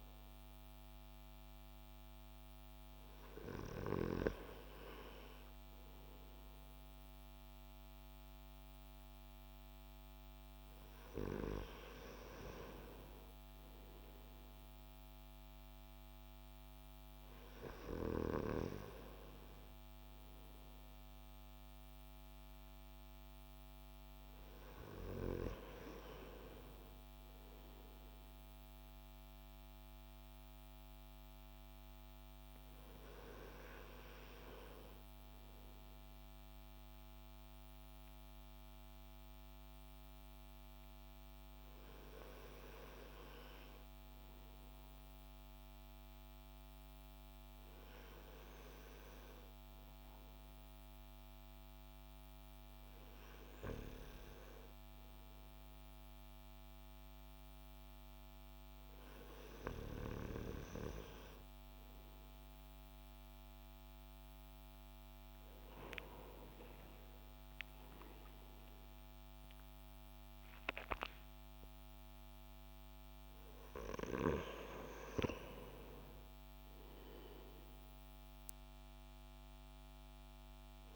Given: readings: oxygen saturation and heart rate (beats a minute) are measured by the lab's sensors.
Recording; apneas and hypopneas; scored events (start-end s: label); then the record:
breathing in sleep by a microphone on the trachea; none
64.50-69.50 s: arousal
From the record:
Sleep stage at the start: N2 (light sleep); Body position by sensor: on the left side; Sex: male